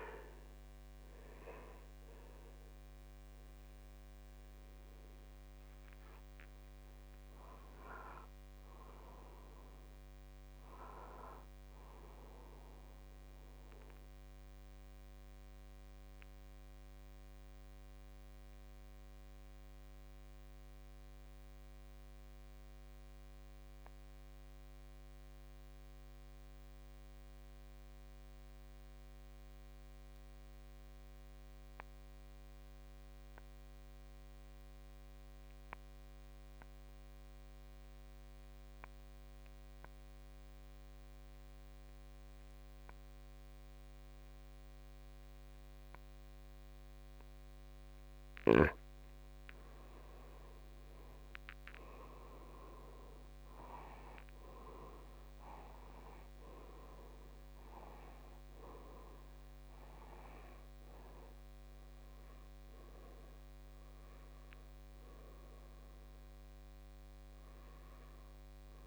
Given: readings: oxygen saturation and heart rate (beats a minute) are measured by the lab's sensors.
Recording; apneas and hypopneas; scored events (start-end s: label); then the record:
breathing in sleep by a microphone on the trachea; 1
0.00-25.50 s: oxygen desaturation (device-marked, oxygen 76% lowest, heart rate 49 extreme)
13.50-49.00 s: obstructive apnea (oxygen 96% before, 77% lowest, heart rate 68 before, 49 extreme, up 11 after)
41.50-68.87 s: oxygen desaturation (device-marked, oxygen 99% before, 77% lowest, heart rate 53 before, 54 extreme)
50.50-54.00 s: arousal
From the record:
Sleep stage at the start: N2 (light sleep); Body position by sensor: on the back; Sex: male